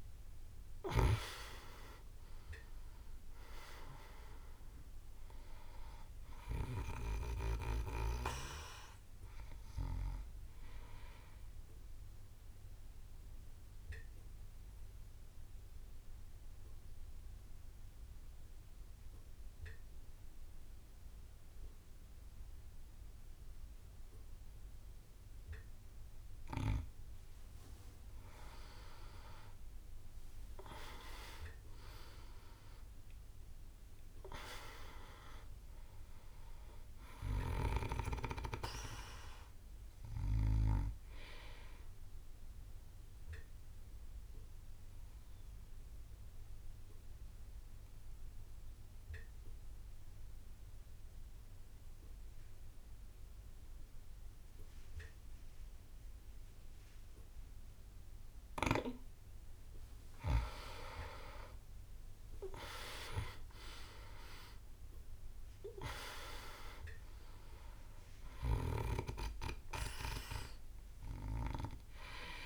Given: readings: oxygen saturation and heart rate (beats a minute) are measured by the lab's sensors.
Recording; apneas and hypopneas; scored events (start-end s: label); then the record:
breathing in sleep by a room microphone; 2
0.00-2.00 s: arousal
0.00-23.00 s: oxygen desaturation (device-marked, oxygen 90% lowest)
12.50-27.00 s: obstructive apnea (oxygen 99% before, 90% lowest)
29.50-34.00 s: arousal
35.00-54.00 s: oxygen desaturation (device-marked, oxygen 99% before, 94% lowest)
44.00-58.50 s: obstructive apnea (oxygen 99% before, 91% lowest)
61.50-65.50 s: arousal
67.00-72.46 s: oxygen desaturation (device-marked, oxygen 99% before, 91% lowest)
From the record:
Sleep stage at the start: N2 (light sleep); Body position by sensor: on the back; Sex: male